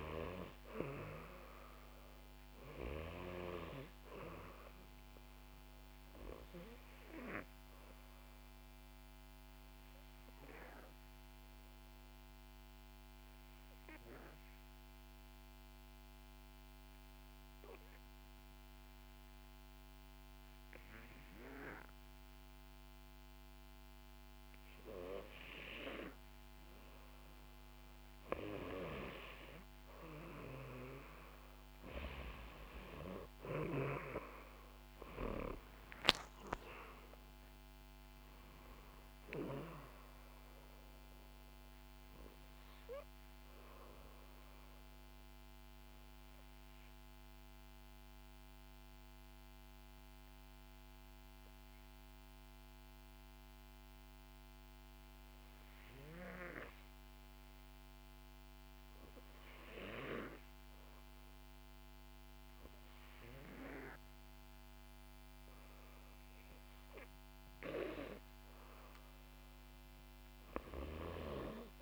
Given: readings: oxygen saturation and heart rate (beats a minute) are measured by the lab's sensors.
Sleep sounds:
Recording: breathing in sleep by a microphone on the trachea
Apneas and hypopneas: 2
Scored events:
0.00-20.00 s: oxygen desaturation (device-marked, oxygen 92% lowest, heart rate 61 extreme)
9.50-24.00 s: obstructive apnea (oxygen 97% before, 91% lowest, heart rate 65 before, 59 extreme, up 8 after)
30.00-54.00 s: oxygen desaturation (device-marked, oxygen 96% before, 91% lowest, heart rate 63 before, 58 extreme)
30.50-32.50 s: long interval between heartbeats (device-marked, heart rate 63 before, 65 extreme)
32.50-36.00 s: arousal
46.00-67.50 s: obstructive apnea (oxygen 96% before, 92% lowest, heart rate 66 before, 57 extreme, up 1 after)
69.00-71.81 s: arousal
69.00-71.81 s: oxygen desaturation (device-marked, oxygen 96% before, 92% lowest, heart rate 62 before, 57 extreme)
From the record:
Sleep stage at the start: N2 (light sleep)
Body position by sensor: on the back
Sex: female

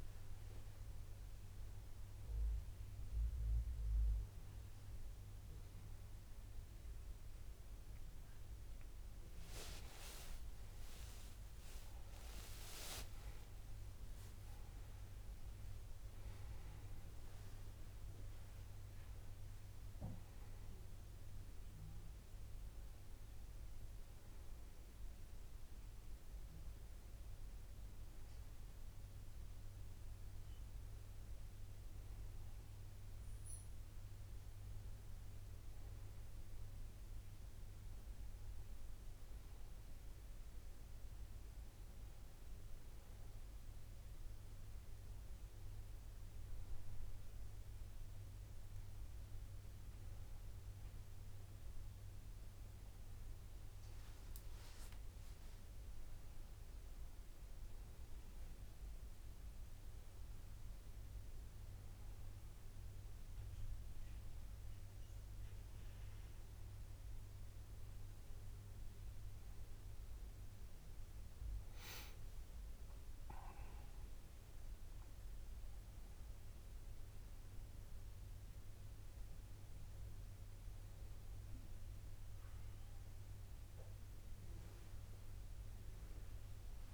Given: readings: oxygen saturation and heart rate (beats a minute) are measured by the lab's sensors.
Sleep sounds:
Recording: breathing in sleep, hard to hear, by a room microphone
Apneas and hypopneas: none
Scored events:
21.00-38.00 s: oxygen desaturation (device-marked, oxygen 99% before, 95% lowest, heart rate 86 before, 78 extreme)
50.00-86.94 s: new sleep stage, N2 (light sleep)
From the record:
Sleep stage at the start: N1 (lightest sleep)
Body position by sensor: on the back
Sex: male

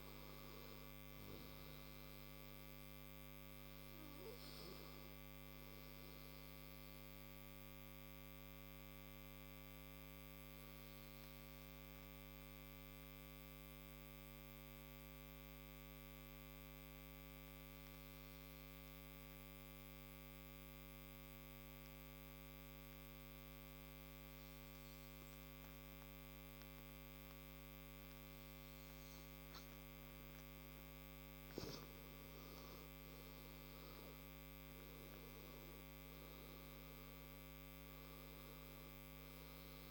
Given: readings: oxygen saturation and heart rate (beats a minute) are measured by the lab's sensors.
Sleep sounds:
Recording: breathing in sleep, hard to hear, by a microphone on the trachea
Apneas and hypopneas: 1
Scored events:
1.00-18.00 s: oxygen desaturation (device-marked, oxygen 98% before, 92% lowest, heart rate 64 before, 29 extreme)
6.00-29.00 s: mixed apnea (oxygen 98% before, 87% lowest)
30.00-39.91 s: oxygen desaturation (device-marked, oxygen 98% before, 89% lowest)
31.50-34.00 s: arousal
From the record:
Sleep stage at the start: N2 (light sleep)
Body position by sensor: on the right side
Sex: male

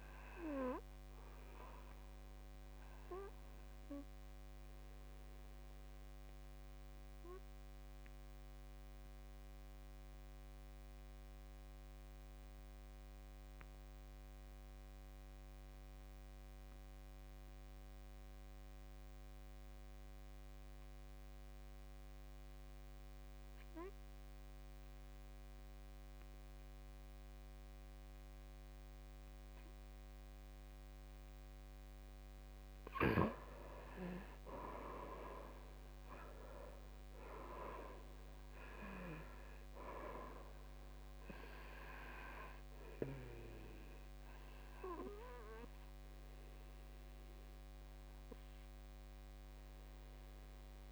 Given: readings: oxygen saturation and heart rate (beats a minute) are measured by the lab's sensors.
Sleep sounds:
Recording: breathing in sleep by a microphone on the trachea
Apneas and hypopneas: 1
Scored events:
0.00-14.00 s: oxygen desaturation (device-marked, oxygen 78% lowest, heart rate 51 extreme)
1.00-32.50 s: obstructive apnea (oxygen 100% before, 76% lowest, heart rate 65 before, 51 extreme, up 11 after)
31.00-50.92 s: oxygen desaturation (device-marked, oxygen 97% before, 76% lowest, heart rate 58 before, 53 extreme)
34.00-37.50 s: arousal
From the record:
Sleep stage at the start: N2 (light sleep)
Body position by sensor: on the back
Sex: male

